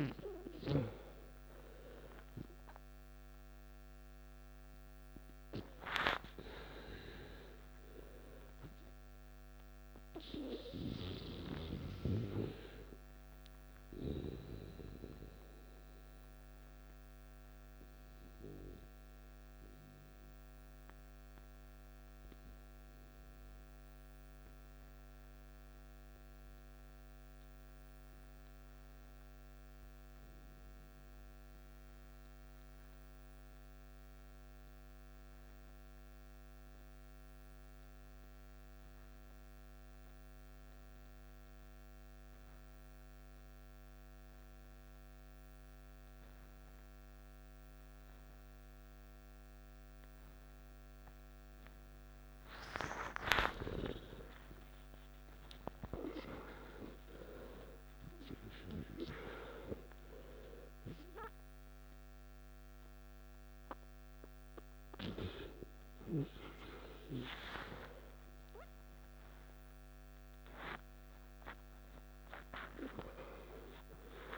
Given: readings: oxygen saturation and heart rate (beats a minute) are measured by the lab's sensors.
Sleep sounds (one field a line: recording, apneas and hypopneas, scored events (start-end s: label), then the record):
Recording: breathing in sleep by a microphone on the trachea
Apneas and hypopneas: 1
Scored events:
0.00-26.00 s: oxygen desaturation (device-marked, oxygen 86% lowest, heart rate 54 extreme)
14.00-53.00 s: obstructive apnea (oxygen 97% before, 84% lowest, heart rate 64 before, 54 extreme, up 16 after)
44.00-70.00 s: oxygen desaturation (device-marked, oxygen 98% before, 89% lowest, heart rate 55 before, 54 extreme)
53.50-57.50 s: arousal
68.00-70.00 s: long interval between heartbeats (device-marked, heart rate 62 before, 72 extreme)
70.00-74.38 s: new sleep stage, N1 (lightest sleep)
From the record:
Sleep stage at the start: N2 (light sleep)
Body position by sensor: on the back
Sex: male